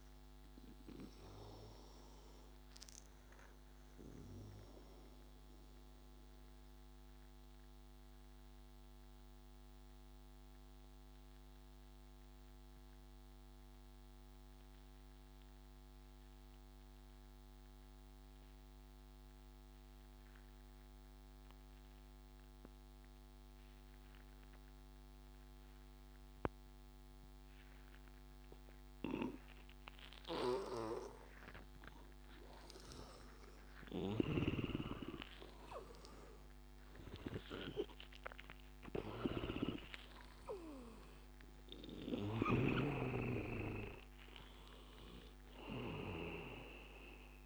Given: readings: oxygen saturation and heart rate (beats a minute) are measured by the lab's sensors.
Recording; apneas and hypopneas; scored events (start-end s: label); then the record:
breathing in sleep by a microphone on the trachea; 1
0.00-4.00 s: oxygen desaturation (device-marked, oxygen 88% lowest, heart rate 80 extreme)
6.00-16.00 s: oxygen desaturation (device-marked, oxygen 91% before, 88% lowest, heart rate 90 before, 80 extreme)
6.50-31.50 s: obstructive apnea (oxygen 97% before, 88% lowest, heart rate 90 before, 79 extreme, up 11 after)
33.00-36.50 s: arousal
33.00-47.46 s: oxygen desaturation (device-marked, oxygen 99% before, 88% lowest, heart rate 83 before, 76 extreme)
From the record:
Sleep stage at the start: N2 (light sleep); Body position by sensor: on the back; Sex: male